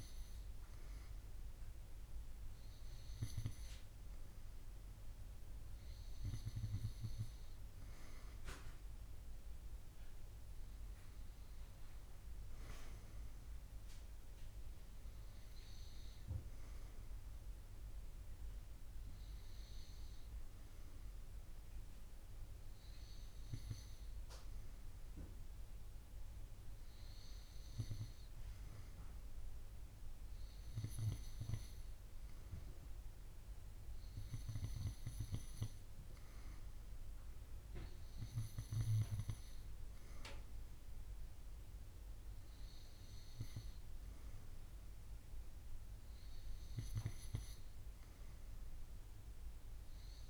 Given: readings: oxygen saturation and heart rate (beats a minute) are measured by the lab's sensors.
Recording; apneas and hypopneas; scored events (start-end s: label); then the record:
breathing in sleep by a room microphone; none
none scored
From the record:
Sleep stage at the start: N2 (light sleep); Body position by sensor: on the right side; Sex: female